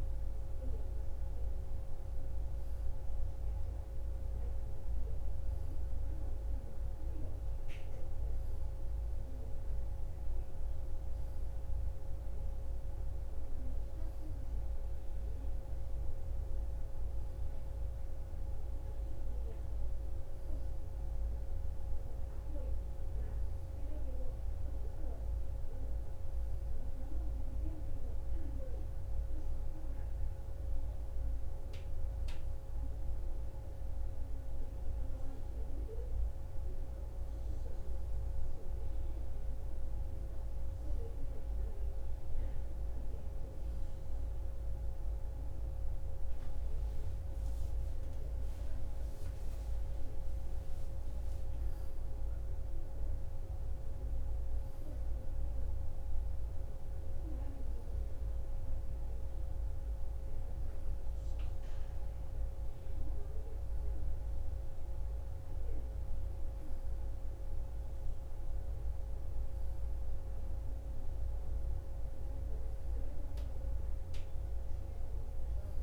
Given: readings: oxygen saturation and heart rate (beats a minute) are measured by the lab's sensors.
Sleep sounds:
breathing in sleep, hard to hear, by a room microphone; none
48.00-52.50 s: arousal
From the record:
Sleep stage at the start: N1 (lightest sleep); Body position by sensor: on the right side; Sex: female

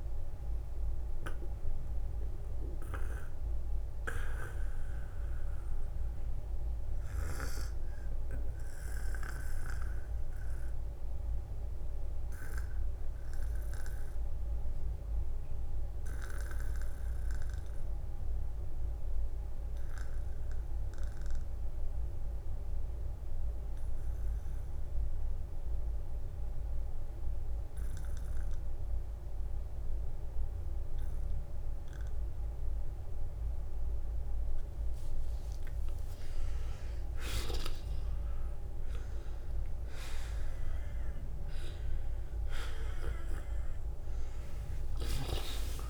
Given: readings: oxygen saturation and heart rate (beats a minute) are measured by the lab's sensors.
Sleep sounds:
breathing in sleep by a room microphone; 1
0.50-23.50 s: oxygen desaturation (device-marked, oxygen 94% before, 86% lowest, heart rate 69 before, 43 extreme)
1.50-34.50 s: obstructive apnea (oxygen 96% before, 86% lowest, heart rate 69 before, 43 extreme, up 11 after)
20.50-22.50 s: long interval between heartbeats (device-marked, heart rate 55 before, 51 extreme)
28.50-30.50 s: long interval between heartbeats (device-marked, heart rate 51 before, 47 extreme)
40.50-42.50 s: long interval between heartbeats (device-marked, heart rate 49 before, 46 extreme)
41.50-45.90 s: oxygen desaturation (device-marked, oxygen 96% before, 92% lowest, heart rate 49 before, 52 extreme)
44.50-45.90 s: arousal
From the record:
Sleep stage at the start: N2 (light sleep); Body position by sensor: on the back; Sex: male

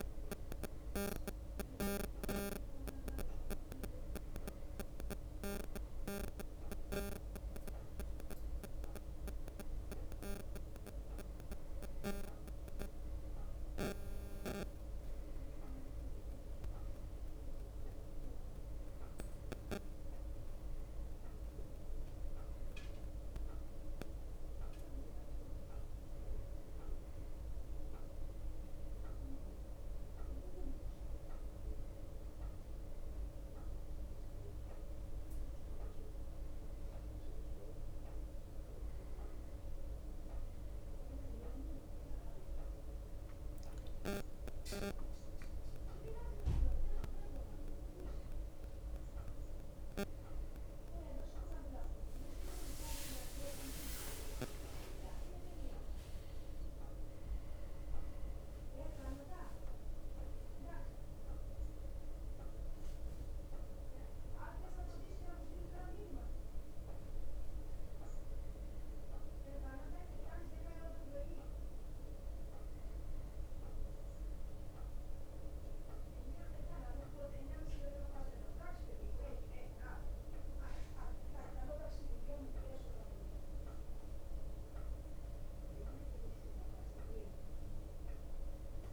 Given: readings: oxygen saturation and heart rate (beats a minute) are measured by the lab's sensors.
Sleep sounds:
breathing in sleep by a room microphone; none
52.50-57.50 s: arousal
From the record:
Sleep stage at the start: N1 (lightest sleep); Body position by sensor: on the back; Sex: male

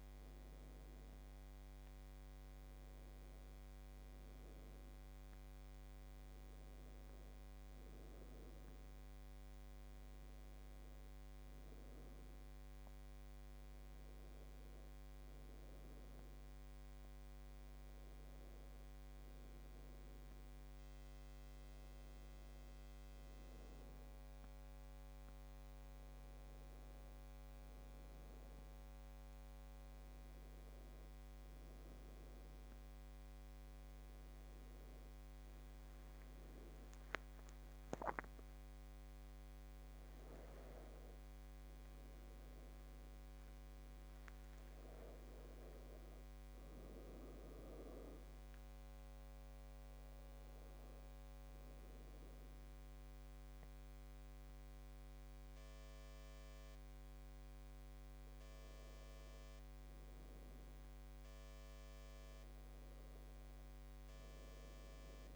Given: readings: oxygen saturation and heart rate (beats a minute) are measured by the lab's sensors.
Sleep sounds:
a person awake in a sleep study, hard to hear, by a microphone on the trachea; none
54.50-65.36 s: new sleep stage, N1 (lightest sleep)
From the record:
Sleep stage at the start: awake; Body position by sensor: on the back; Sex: female

